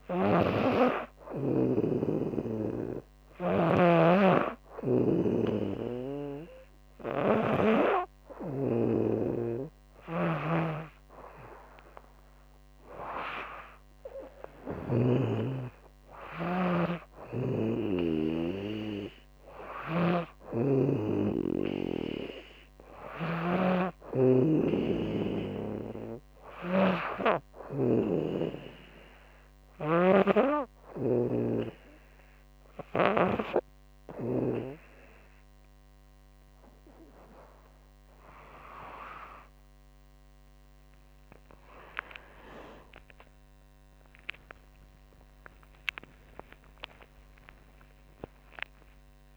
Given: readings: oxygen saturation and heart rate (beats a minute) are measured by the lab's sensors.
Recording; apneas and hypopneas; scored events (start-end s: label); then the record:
breathing in sleep by a microphone on the trachea; none
0.00-1.00 s: snoring (device-marked)
3.00-14.50 s: snoring (device-marked)
19.00-32.50 s: snoring (device-marked)
44.00-49.37 s: new sleep stage, awake
From the record:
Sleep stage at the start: N2 (light sleep); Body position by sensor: on the right side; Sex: female